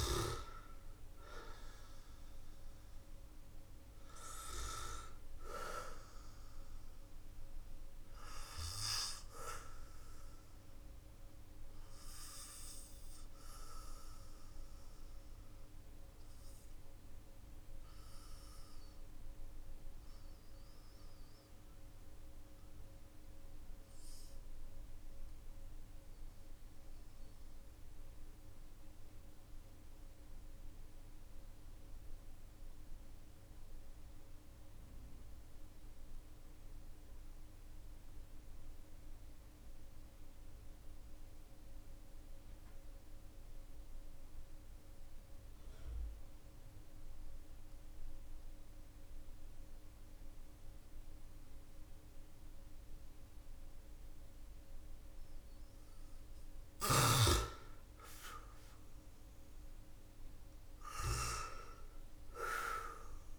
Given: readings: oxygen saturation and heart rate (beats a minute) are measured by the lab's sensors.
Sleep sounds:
breathing in sleep by a room microphone; 1
0.00-32.50 s: oxygen desaturation (device-marked, oxygen 91% lowest, heart rate 44 extreme)
9.00-55.50 s: obstructive apnea (oxygen 98% before, 90% lowest, heart rate 53 before, 44 extreme, up 6 after)
57.50-61.50 s: arousal
From the record:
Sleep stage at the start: N2 (light sleep); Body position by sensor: on the back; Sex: male

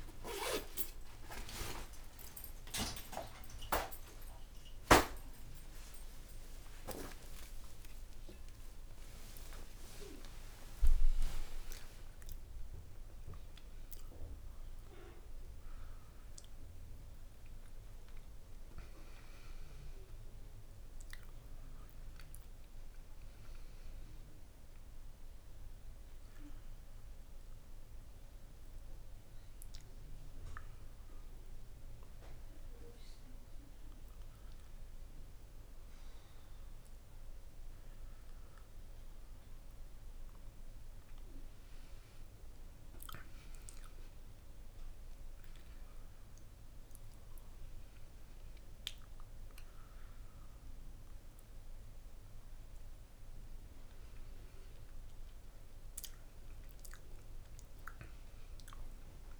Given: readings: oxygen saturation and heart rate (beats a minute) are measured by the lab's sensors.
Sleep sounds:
a person awake in a sleep study, by a room microphone; none
none scored
From the record:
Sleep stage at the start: awake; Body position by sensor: on the back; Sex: male

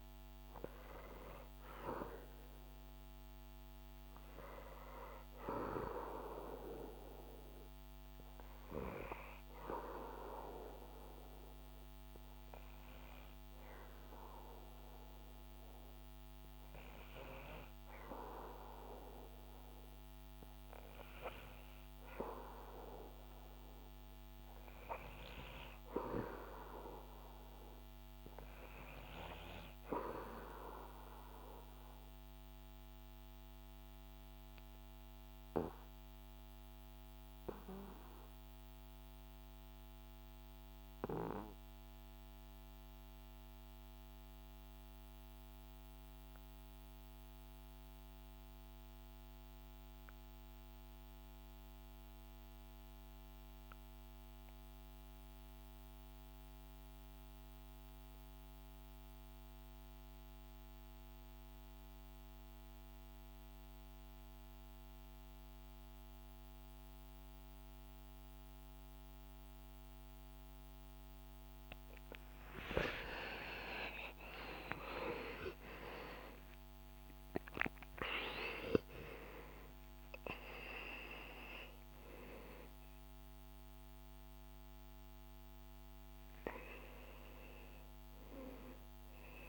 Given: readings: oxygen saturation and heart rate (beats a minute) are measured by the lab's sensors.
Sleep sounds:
breathing in sleep by a microphone on the trachea; 1
20.00-89.49 s: new sleep stage, REM sleep
31.00-70.50 s: obstructive apnea (oxygen 99% before, 79% lowest, heart rate 78 before, 64 extreme, up 22 after)
58.00-89.49 s: oxygen desaturation (device-marked, oxygen 96% before, 79% lowest, heart rate 68 before, 64 extreme)
71.50-75.50 s: arousal
From the record:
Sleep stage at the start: N2 (light sleep); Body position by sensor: on the back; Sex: male

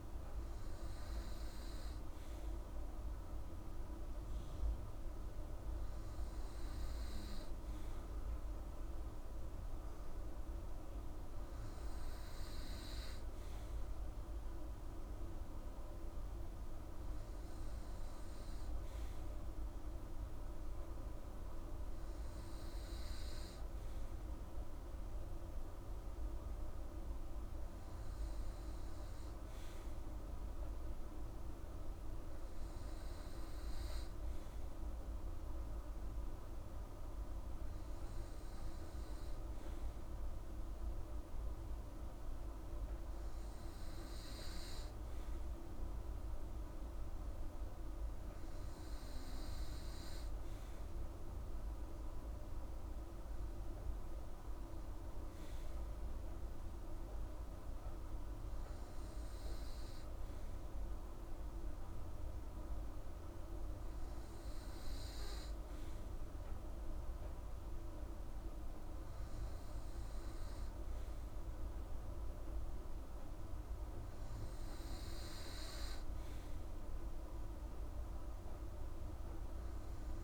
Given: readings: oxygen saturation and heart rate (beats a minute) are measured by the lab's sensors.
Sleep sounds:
breathing in sleep, hard to hear, by a room microphone; none
none scored
From the record:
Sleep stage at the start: N2 (light sleep); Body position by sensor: on the right side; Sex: female

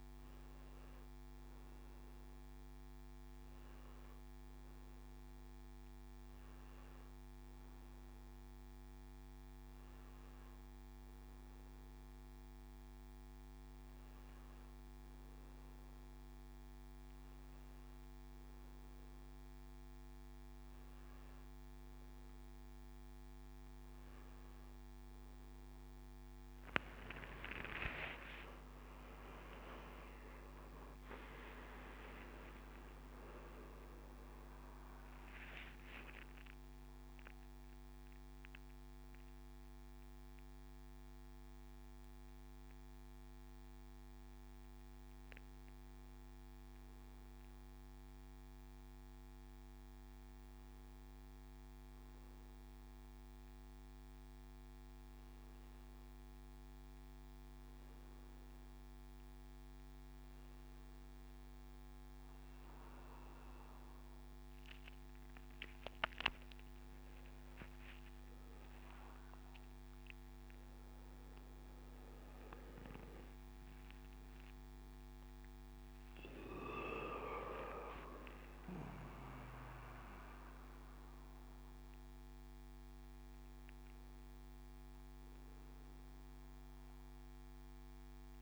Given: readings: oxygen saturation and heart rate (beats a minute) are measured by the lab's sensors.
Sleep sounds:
breathing in sleep by a microphone on the trachea; none
27.00-31.50 s: arousal
71.00-76.00 s: arousal
From the record:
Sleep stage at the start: N1 (lightest sleep); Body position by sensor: on the back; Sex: male

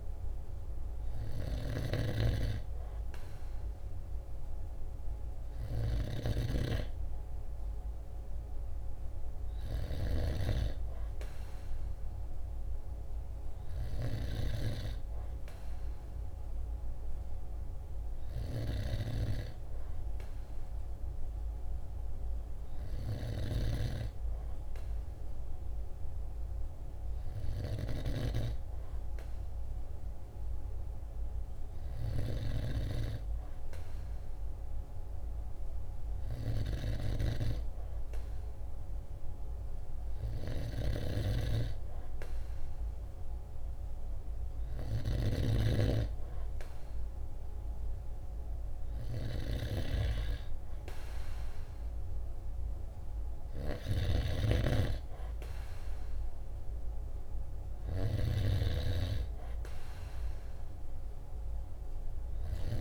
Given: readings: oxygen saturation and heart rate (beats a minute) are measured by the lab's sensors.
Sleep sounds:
breathing in sleep by a room microphone; none
0.00-2.00 s: snoring (device-marked)
45.00-58.50 s: snoring (device-marked)
From the record:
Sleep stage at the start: N2 (light sleep); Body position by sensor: on the right side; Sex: male

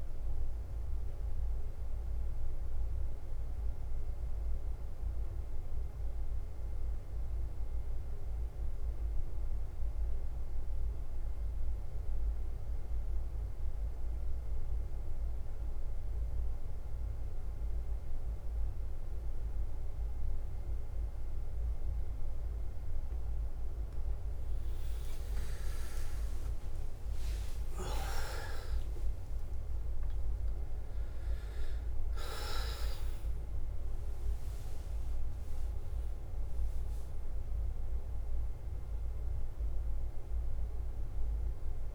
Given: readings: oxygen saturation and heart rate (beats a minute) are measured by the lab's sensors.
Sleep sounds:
breathing in sleep, hard to hear, by a room microphone; 1
0.00-26.50 s: bradycardia (device-marked, heart rate 50 extreme)
2.00-23.50 s: mixed apnea (oxygen 98% before, 90% lowest, heart rate 53 before, 50 extreme, up 12 after)
20.50-41.95 s: oxygen desaturation (device-marked, oxygen 100% before, 92% lowest, heart rate 52 before, 49 extreme)
25.00-29.00 s: arousal
34.50-41.95 s: bradycardia (device-marked, heart rate 52 before, 52 extreme)
From the record:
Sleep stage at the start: N2 (light sleep); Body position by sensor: on the back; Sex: male

